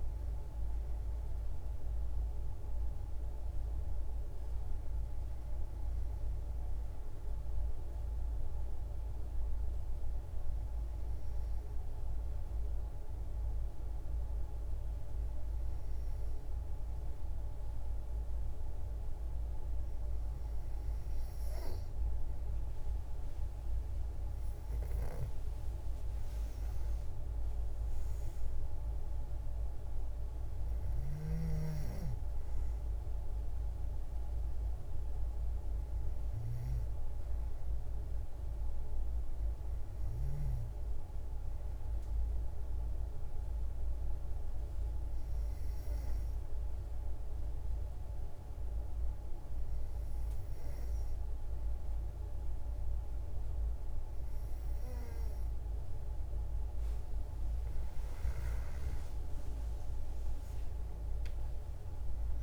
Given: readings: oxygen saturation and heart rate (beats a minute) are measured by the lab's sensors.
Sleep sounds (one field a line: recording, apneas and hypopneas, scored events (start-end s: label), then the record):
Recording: breathing in sleep, hard to hear, by a room microphone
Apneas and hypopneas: 2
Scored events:
2.50-23.00 s: obstructive apnea (oxygen 96% before, 93% lowest, heart rate 66 before, 54 extreme, up 11 after)
25.50-29.00 s: arousal
38.50-55.00 s: obstructive apnea (oxygen 97% before, 92% lowest, heart rate 62 before, 90 extreme)
58.00-61.00 s: arousal
59.00-62.43 s: oxygen desaturation (device-marked, oxygen 96% before, 93% lowest, heart rate 105 before, 83 extreme)
From the record:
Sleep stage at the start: N2 (light sleep)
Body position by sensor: on the back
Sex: female